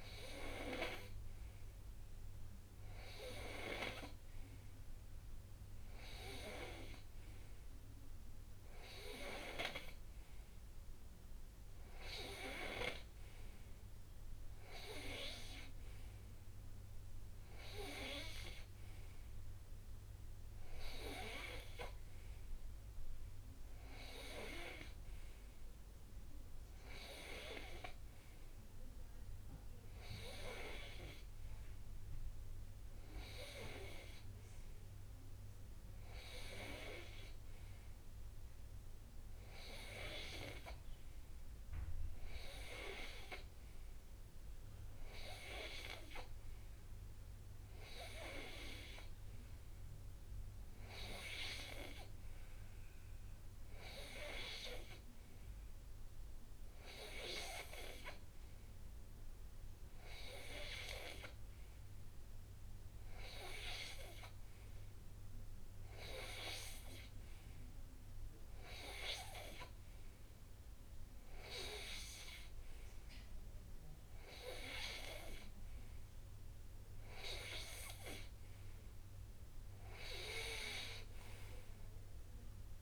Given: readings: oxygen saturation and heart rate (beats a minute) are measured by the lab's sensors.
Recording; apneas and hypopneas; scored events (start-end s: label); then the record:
breathing in sleep by a room microphone; none
6.50-8.50 s: long interval between heartbeats (device-marked, heart rate 66 before, 73 extreme)
12.50-14.50 s: long interval between heartbeats (device-marked, heart rate 68 before, 74 extreme)
From the record:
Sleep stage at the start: N2 (light sleep); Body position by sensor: on the right side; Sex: male